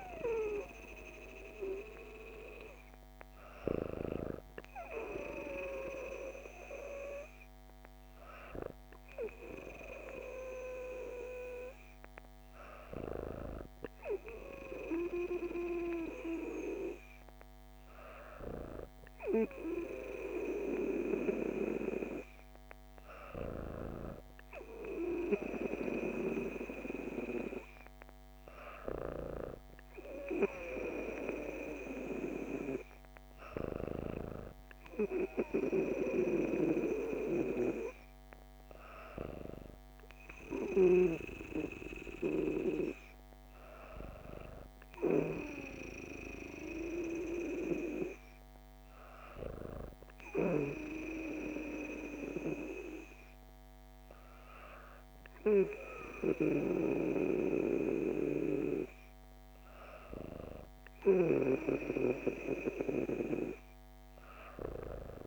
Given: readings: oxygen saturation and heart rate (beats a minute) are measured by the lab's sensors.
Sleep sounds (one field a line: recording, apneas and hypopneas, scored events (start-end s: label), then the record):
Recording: breathing in sleep by a microphone on the trachea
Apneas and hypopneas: none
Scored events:
none scored
From the record:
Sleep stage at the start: N2 (light sleep)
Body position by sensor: on the back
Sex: female